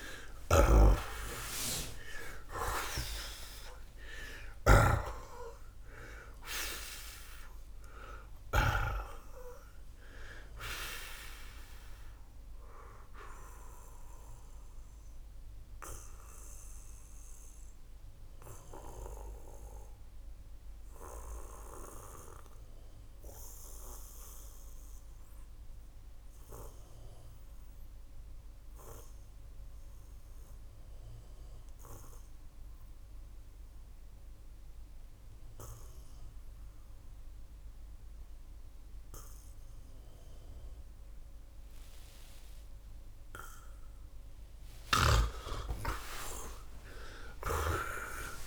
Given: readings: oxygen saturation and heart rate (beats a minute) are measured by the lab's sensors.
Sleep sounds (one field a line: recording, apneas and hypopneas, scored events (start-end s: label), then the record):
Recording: breathing in sleep by a room microphone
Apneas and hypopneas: 1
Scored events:
0.00-3.00 s: arousal
0.00-8.50 s: snoring (device-marked)
9.00-40.00 s: oxygen desaturation (device-marked, oxygen 93% before, 80% lowest, heart rate 97 before, 61 extreme)
11.50-42.50 s: obstructive apnea (oxygen 93% before, 78% lowest, heart rate 99 before, 61 extreme)
45.00-48.47 s: arousal
47.00-48.47 s: snoring (device-marked)
From the record:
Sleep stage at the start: N2 (light sleep)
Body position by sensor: on the back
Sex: male